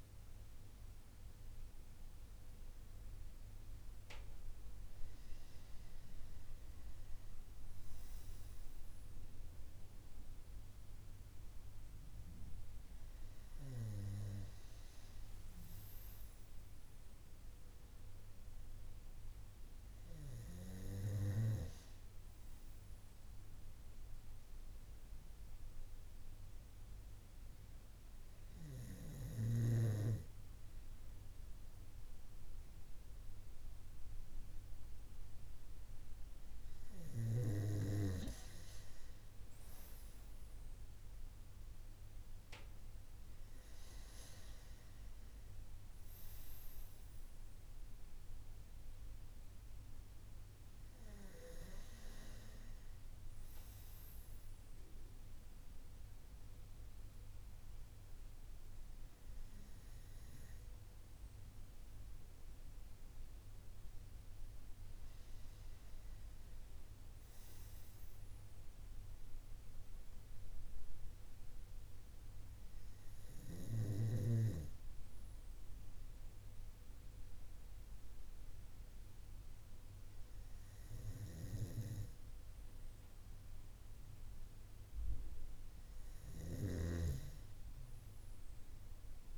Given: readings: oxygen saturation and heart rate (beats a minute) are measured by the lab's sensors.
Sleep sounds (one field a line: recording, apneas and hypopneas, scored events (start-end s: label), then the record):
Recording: breathing in sleep by a room microphone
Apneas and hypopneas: none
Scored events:
none scored
From the record:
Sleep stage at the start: N2 (light sleep)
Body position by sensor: on the right side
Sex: male